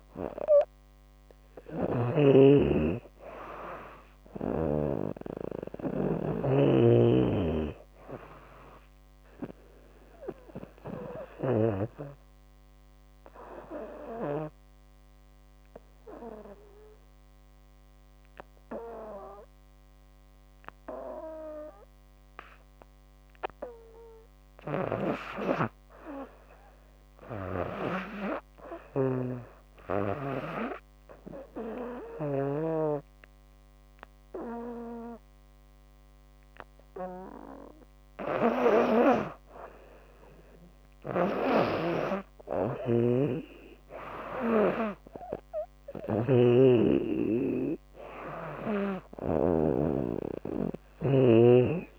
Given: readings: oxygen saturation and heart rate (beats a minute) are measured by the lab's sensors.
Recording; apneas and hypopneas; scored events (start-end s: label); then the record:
breathing in sleep by a microphone on the trachea; 2
0.00-2.00 s: oxygen desaturation (device-marked, oxygen 94% lowest, heart rate 65 extreme)
6.00-11.00 s: snoring (device-marked)
11.50-22.00 s: obstructive apnea (oxygen 98% before, 91% lowest, heart rate 88 before, 65 extreme, up 1 after)
23.50-26.00 s: arousal
24.50-31.50 s: snoring (device-marked)
29.50-39.50 s: obstructive apnea (oxygen 99% before, 91% lowest, heart rate 71 before, 73 extreme, up 14 after)
35.00-49.00 s: oxygen desaturation (device-marked, oxygen 99% before, 91% lowest, heart rate 69 before, 70 extreme)
40.00-51.99 s: snoring (device-marked)
42.00-45.50 s: arousal
From the record:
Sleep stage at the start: REM sleep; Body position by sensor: on the back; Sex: female